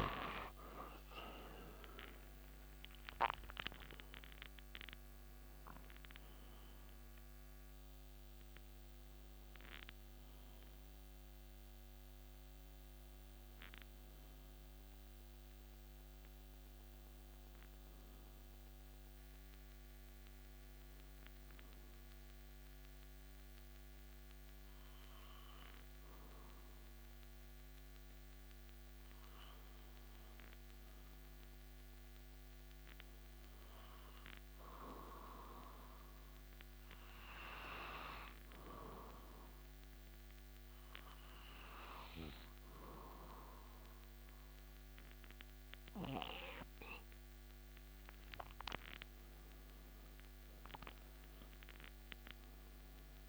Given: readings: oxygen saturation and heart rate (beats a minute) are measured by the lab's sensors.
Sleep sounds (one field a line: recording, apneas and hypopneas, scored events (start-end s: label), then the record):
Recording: breathing in sleep by a microphone on the trachea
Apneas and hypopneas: 1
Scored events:
0.00-4.00 s: arousal
35.50-49.00 s: obstructive apnea (oxygen 98% before, 94% lowest)
From the record:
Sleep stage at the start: N2 (light sleep)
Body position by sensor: on the back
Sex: male